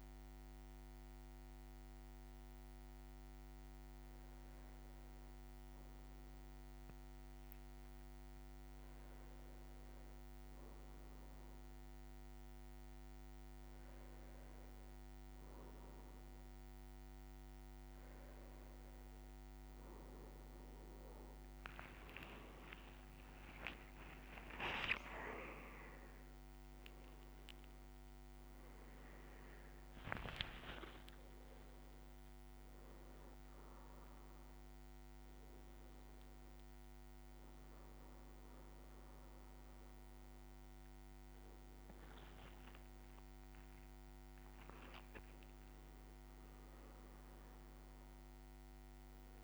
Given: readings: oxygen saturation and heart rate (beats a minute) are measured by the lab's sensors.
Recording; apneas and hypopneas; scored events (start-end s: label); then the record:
breathing in sleep by a microphone on the trachea; none
5.50-8.00 s: leg movement (device-marked)
20.50-26.50 s: leg movement (device-marked)
23.50-29.50 s: arousal
29.50-32.00 s: leg movement (device-marked)
32.00-49.43 s: new sleep stage, N2 (light sleep)
41.00-46.00 s: leg movement (device-marked)
From the record:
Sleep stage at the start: N1 (lightest sleep); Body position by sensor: on the back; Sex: male